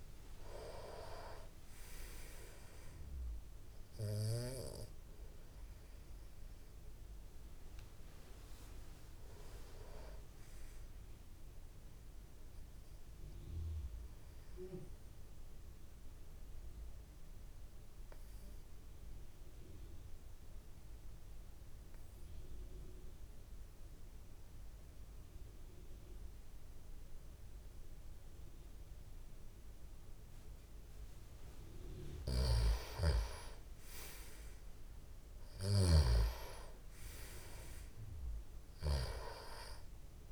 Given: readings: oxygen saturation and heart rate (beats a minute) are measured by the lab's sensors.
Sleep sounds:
breathing in sleep by a room microphone; 1
0.00-5.50 s: tachycardia (device-marked, heart rate 165 extreme)
0.00-23.50 s: oxygen desaturation (device-marked, oxygen 89% lowest, heart rate 53 extreme)
14.50-30.50 s: obstructive apnea (oxygen 96% before, 91% lowest, heart rate 122 before, 53 extreme, up 9 after)
32.00-39.00 s: snoring (device-marked)
37.50-40.32 s: oxygen desaturation (device-marked, oxygen 98% before, 91% lowest, heart rate 55 before, 51 extreme)
From the record:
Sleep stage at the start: N2 (light sleep); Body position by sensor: on the back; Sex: male

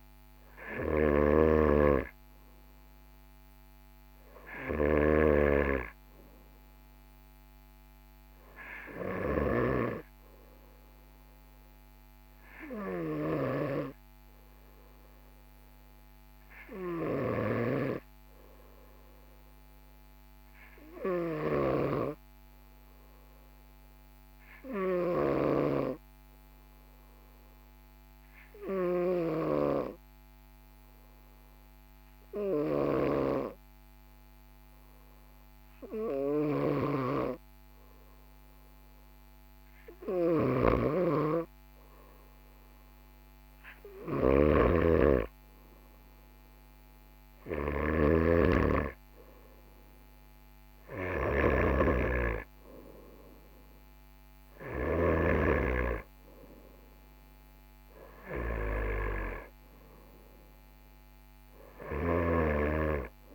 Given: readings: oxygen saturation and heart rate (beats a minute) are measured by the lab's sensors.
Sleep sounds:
breathing in sleep by a microphone on the trachea; 1
0.00-5.50 s: snoring (device-marked)
19.00-40.50 s: obstructive apnea (oxygen 98% before, 94% lowest, heart rate 45 before, 43 extreme, up 1 after)
21.00-29.00 s: snoring (device-marked)
36.50-55.00 s: snoring (device-marked)
43.00-47.50 s: arousal
45.00-60.00 s: oxygen desaturation (device-marked, oxygen 97% before, 94% lowest, heart rate 45 before, 43 extreme)
62.00-63.35 s: snoring (device-marked)
From the record:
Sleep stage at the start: N2 (light sleep); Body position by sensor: on the right side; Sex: male

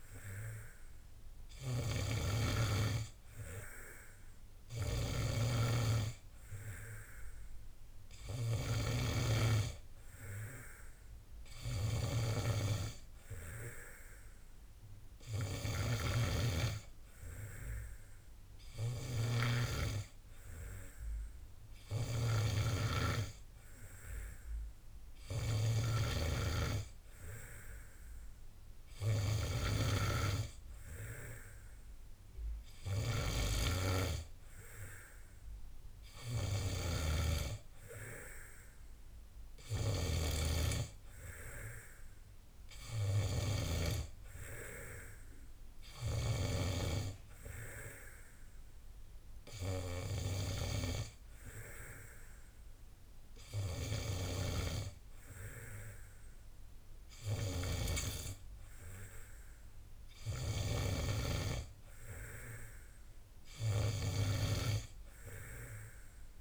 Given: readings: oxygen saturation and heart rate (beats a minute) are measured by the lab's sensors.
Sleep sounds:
breathing in sleep by a room microphone; none
none scored
From the record:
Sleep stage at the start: N2 (light sleep); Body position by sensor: on the back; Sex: male

